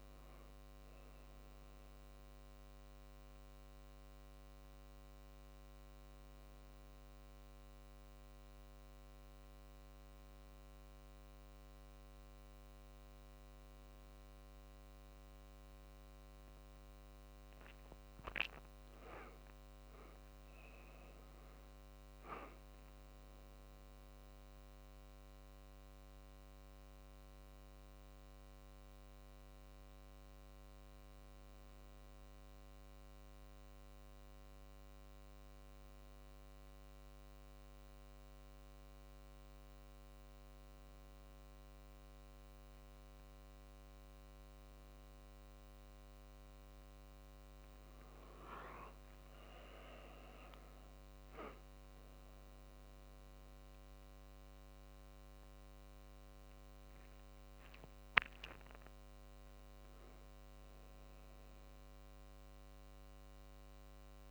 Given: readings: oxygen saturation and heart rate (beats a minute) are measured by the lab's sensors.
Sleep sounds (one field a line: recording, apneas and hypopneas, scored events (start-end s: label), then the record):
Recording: a person awake in a sleep study, hard to hear, by a microphone on the trachea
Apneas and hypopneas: none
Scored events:
49.50-64.31 s: drop in pulse transit time (device-marked, heart rate 50 before, 49 extreme)
From the record:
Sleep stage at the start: awake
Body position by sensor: on the back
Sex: male